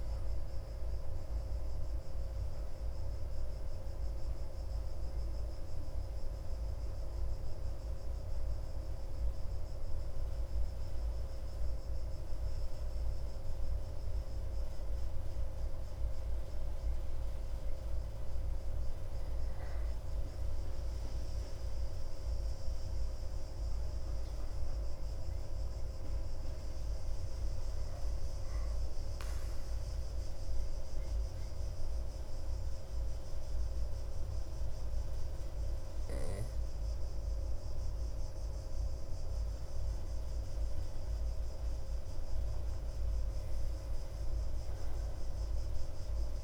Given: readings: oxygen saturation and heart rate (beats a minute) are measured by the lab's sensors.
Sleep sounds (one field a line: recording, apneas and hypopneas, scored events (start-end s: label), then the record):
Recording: breathing in sleep, hard to hear, by a room microphone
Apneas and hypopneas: 2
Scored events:
4.50-17.00 s: hypopnea (oxygen 97% before, 96% lowest)
19.50-24.00 s: arousal
27.50-40.00 s: obstructive apnea (oxygen 98% before, 95% lowest)
42.50-46.44 s: arousal
From the record:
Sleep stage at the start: N2 (light sleep)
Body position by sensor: on the back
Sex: male